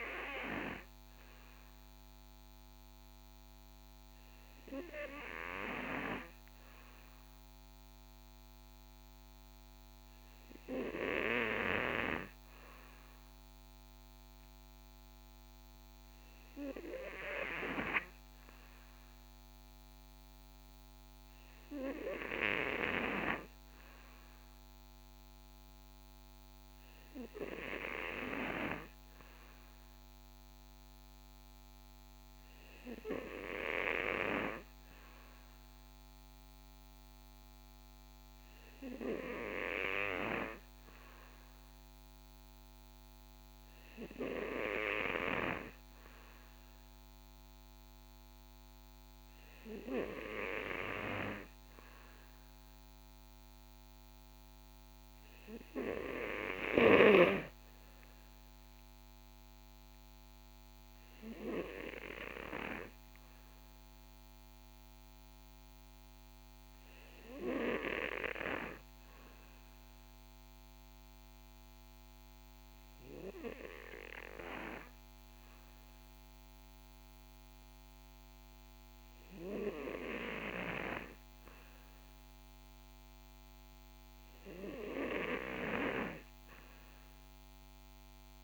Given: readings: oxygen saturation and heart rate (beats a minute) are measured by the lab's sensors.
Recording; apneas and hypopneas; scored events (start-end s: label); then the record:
breathing in sleep by a microphone on the trachea; none
none scored
From the record:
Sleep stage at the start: N2 (light sleep); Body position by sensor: on the back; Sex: male